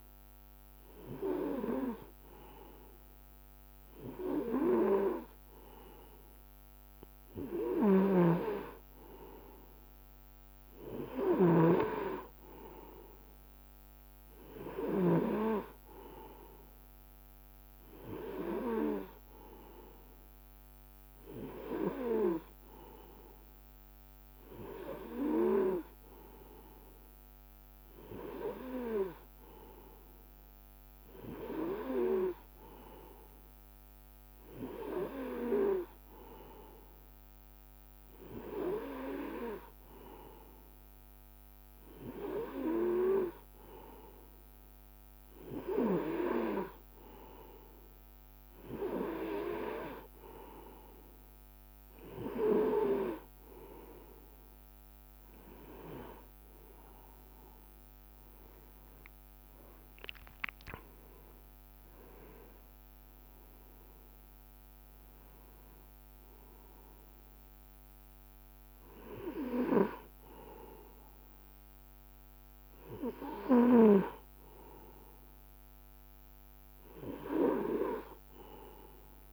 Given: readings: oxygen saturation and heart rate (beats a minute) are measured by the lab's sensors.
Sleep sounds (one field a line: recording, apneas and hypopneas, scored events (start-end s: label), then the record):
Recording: breathing in sleep by a microphone on the trachea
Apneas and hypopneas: none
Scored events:
12.00-16.00 s: snoring (device-marked)
From the record:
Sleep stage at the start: N2 (light sleep)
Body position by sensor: on the right side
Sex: male